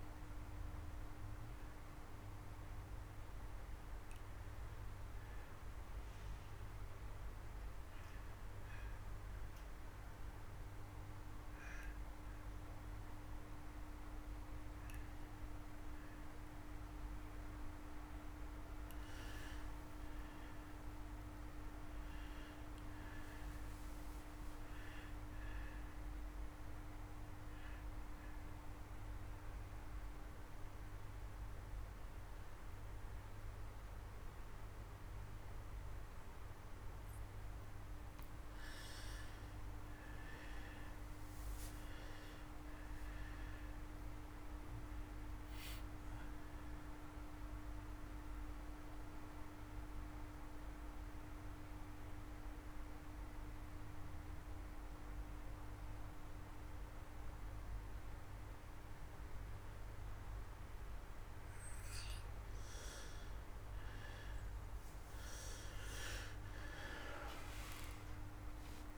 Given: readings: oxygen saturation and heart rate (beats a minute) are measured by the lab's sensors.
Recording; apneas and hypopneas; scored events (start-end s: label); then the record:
breathing in sleep, hard to hear, by a room microphone; 3
0.00-4.00 s: oxygen desaturation (device-marked, oxygen 88% lowest)
5.50-16.00 s: obstructive apnea (oxygen 96% before, 87% lowest)
18.50-23.00 s: arousal
23.00-33.00 s: oxygen desaturation (device-marked, oxygen 96% before, 93% lowest)
27.00-37.50 s: obstructive apnea (oxygen 98% before, 87% lowest)
39.50-43.00 s: arousal
43.00-55.00 s: oxygen desaturation (device-marked, oxygen 96% before, 91% lowest)
47.50-61.00 s: mixed apnea (oxygen 96% before, 87% lowest)
63.50-67.00 s: arousal
66.00-68.98 s: oxygen desaturation (device-marked, oxygen 97% before, 87% lowest)
From the record:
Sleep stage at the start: N2 (light sleep); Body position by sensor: on the back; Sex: male